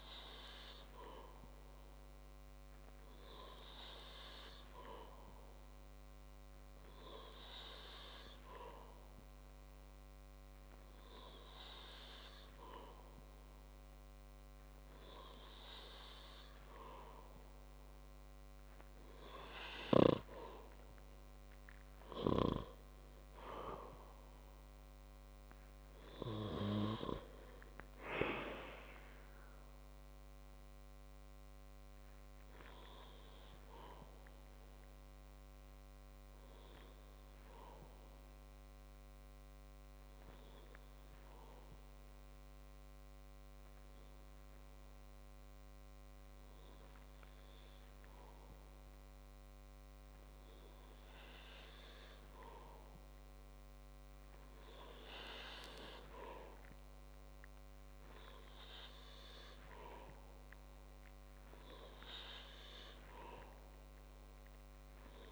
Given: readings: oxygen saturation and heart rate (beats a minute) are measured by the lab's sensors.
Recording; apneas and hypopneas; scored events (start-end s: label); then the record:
breathing in sleep by a microphone on the trachea; 1
37.50-51.00 s: hypopnea (oxygen 95% before, 93% lowest, heart rate 68 before, 53 extreme, up 7 after)
52.50-55.50 s: arousal
From the record:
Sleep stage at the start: N2 (light sleep); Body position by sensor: on the back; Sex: male